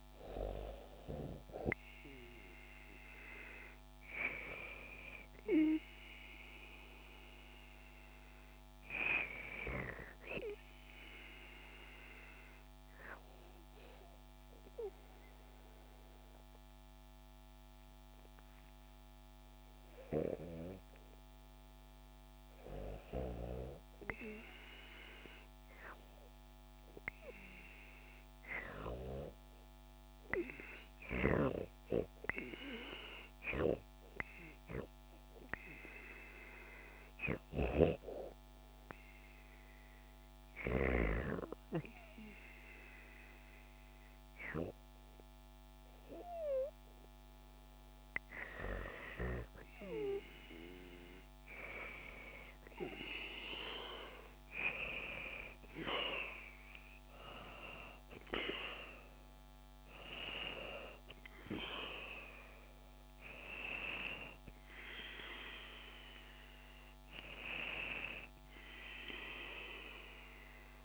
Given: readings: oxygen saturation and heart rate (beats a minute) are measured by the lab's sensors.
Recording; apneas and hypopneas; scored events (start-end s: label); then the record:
breathing in sleep by a microphone on the trachea; 1
10.50-21.50 s: obstructive apnea (oxygen 96% before, 95% lowest, heart rate 73 before, 68 extreme, up 0 after)
23.00-27.50 s: arousal
53.50-58.00 s: arousal
From the record:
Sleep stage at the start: REM sleep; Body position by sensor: on the back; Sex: female